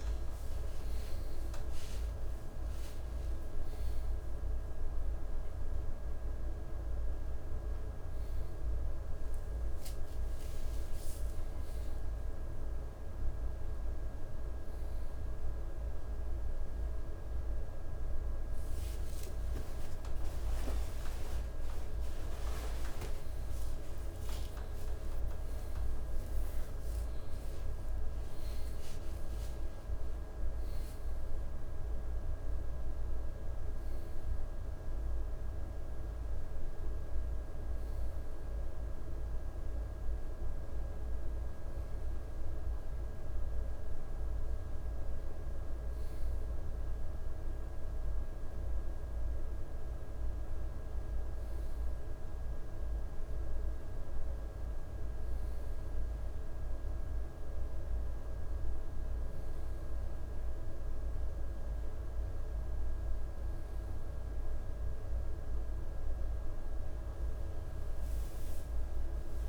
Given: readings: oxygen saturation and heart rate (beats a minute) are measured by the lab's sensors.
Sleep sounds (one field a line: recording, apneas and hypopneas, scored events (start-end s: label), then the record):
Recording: a person awake in a sleep study, hard to hear, by a room microphone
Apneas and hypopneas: none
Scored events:
47.00-69.49 s: new sleep stage, N1 (lightest sleep)
From the record:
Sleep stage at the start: awake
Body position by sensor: on the front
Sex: male